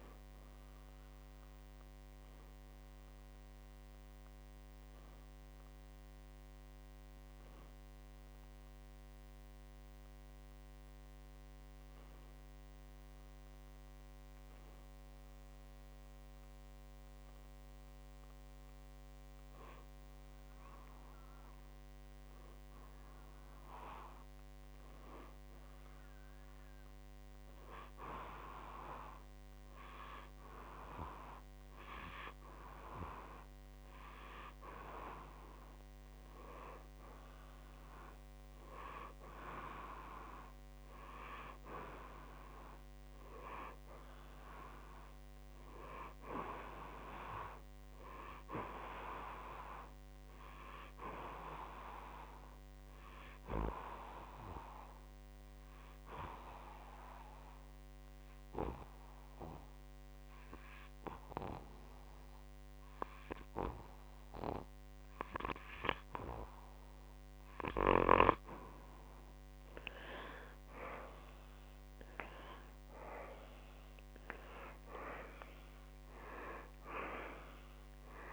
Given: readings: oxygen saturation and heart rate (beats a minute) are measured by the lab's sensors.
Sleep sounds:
breathing in sleep by a microphone on the trachea; 2
2.50-34.50 s: hypopnea (oxygen 95% before, 90% lowest, heart rate 69 before, 57 extreme, up 6 after)
8.50-19.50 s: oxygen desaturation (device-marked, oxygen 94% before, 90% lowest, heart rate 62 before, 57 extreme)
37.00-42.00 s: arousal
52.50-67.00 s: obstructive apnea (oxygen 97% before, 90% lowest, heart rate 61 before, 60 extreme, up 6 after)
72.50-77.50 s: arousal
From the record:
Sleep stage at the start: N2 (light sleep); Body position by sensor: on the back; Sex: male

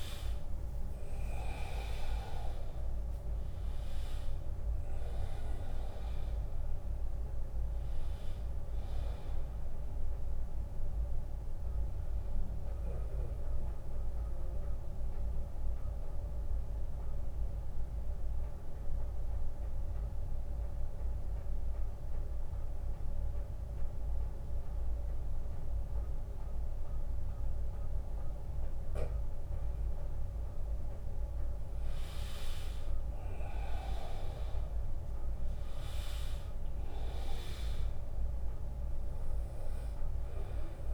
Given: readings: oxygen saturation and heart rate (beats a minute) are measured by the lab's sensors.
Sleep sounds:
breathing in sleep by a room microphone; 1
0.00-7.50 s: drop in pulse transit time (device-marked, heart rate 77 extreme)
0.00-23.50 s: oxygen desaturation (device-marked, oxygen 87% lowest, heart rate 67 extreme)
13.00-28.00 s: obstructive apnea (oxygen 99% before, 86% lowest, heart rate 80 before, 67 extreme, up 22 after)
13.50-15.50 s: long interval between heartbeats (device-marked, heart rate 80 before, 71 extreme)
31.50-35.50 s: arousal
From the record:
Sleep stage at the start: N2 (light sleep); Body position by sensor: on the back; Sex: male

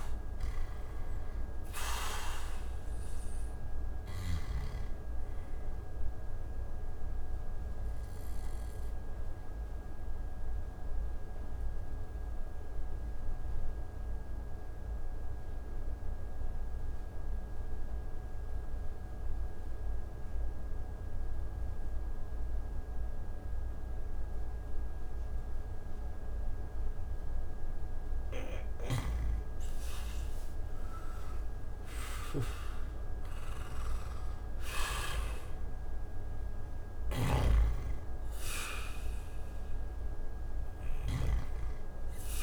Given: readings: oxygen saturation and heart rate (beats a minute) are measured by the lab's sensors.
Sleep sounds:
breathing in sleep by a room microphone; 1
0.00-23.50 s: oxygen desaturation (device-marked, oxygen 85% lowest)
6.50-27.50 s: obstructive apnea (oxygen 98% before, 85% lowest)
28.50-42.43 s: snoring (device-marked)
32.50-37.00 s: arousal
40.50-42.43 s: oxygen desaturation (device-marked, oxygen 96% before, 86% lowest)
From the record:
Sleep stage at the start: N2 (light sleep); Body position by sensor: on the back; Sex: male

